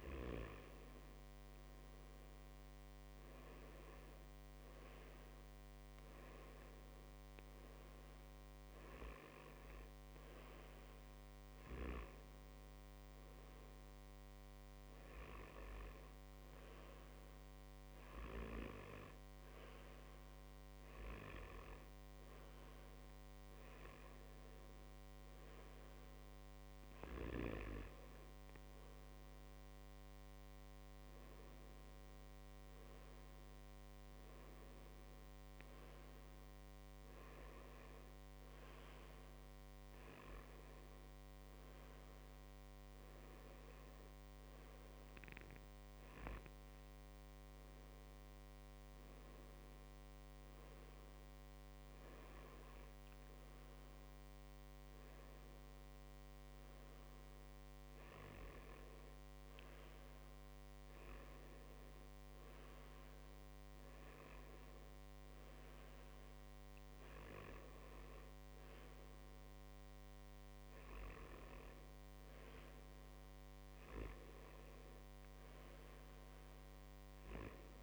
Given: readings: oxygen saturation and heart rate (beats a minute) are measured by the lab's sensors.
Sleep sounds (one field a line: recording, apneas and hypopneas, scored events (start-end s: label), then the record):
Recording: breathing in sleep by a microphone on the trachea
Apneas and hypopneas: none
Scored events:
none scored
From the record:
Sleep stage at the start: N2 (light sleep)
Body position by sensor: on the right side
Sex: male